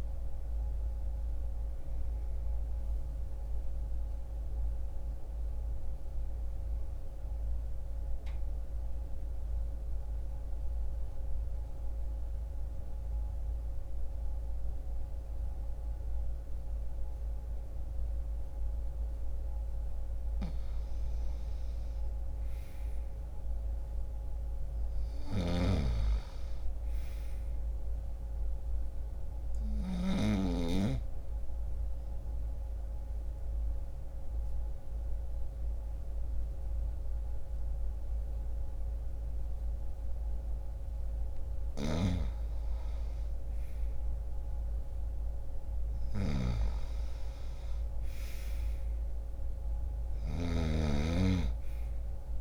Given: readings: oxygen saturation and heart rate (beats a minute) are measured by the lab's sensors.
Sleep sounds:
a person partly awake in a sleep study, by a room microphone; 2
0.00-13.50 s: oxygen desaturation (device-marked, oxygen 86% lowest, heart rate 60 extreme)
7.50-52.41 s: new sleep stage, N2 (light sleep)
10.00-20.00 s: central apnea (oxygen 91% before, 88% lowest, heart rate 79 before, 60 extreme, up 2 after)
22.00-25.50 s: arousal
24.50-29.50 s: snoring (device-marked)
29.50-45.50 s: oxygen desaturation (device-marked, oxygen 99% before, 90% lowest, heart rate 65 before, 60 extreme)
31.00-42.00 s: mixed apnea (oxygen 99% before, 87% lowest, heart rate 65 before, 60 extreme, up 3 after)
41.00-52.41 s: snoring (device-marked)
46.00-50.00 s: arousal
From the record:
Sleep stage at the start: awake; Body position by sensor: on the back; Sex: male

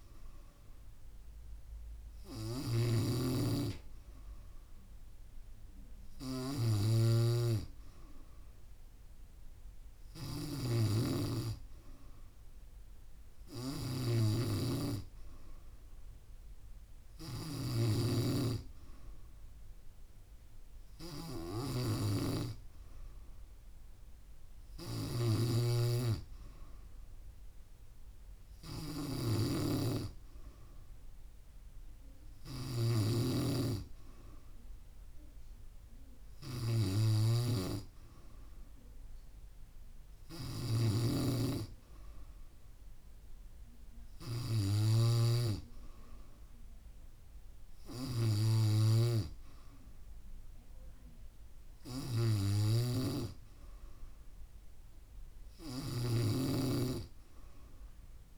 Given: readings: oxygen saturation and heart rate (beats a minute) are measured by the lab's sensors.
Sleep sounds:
breathing in sleep by a room microphone; none
0.00-58.38 s: snoring (device-marked)
From the record:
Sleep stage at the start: N3 (deep sleep); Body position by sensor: on the back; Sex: female

